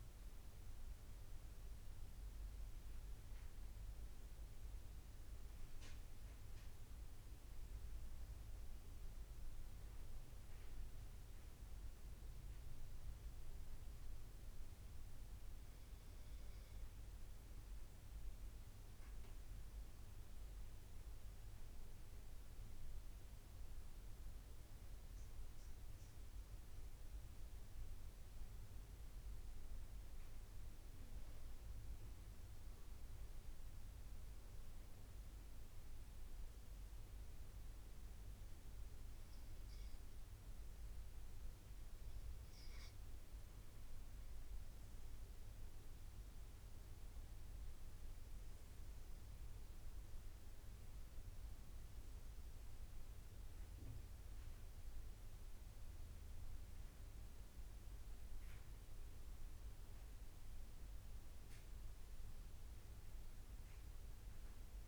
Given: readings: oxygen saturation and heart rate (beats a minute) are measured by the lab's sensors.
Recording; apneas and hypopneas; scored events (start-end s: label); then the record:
breathing in sleep, hard to hear, by a room microphone; 1
0.00-3.50 s: oxygen desaturation (device-marked, oxygen 90% lowest, heart rate 77 extreme)
22.00-26.50 s: arousal
30.50-42.50 s: obstructive apnea (oxygen 94% before, 88% lowest, heart rate 83 before, 76 extreme, up 8 after)
45.00-48.00 s: arousal
49.50-64.88 s: oxygen desaturation (device-marked, oxygen 92% before, 88% lowest, heart rate 81 before, 76 extreme)
From the record:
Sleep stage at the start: N2 (light sleep); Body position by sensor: on the back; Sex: male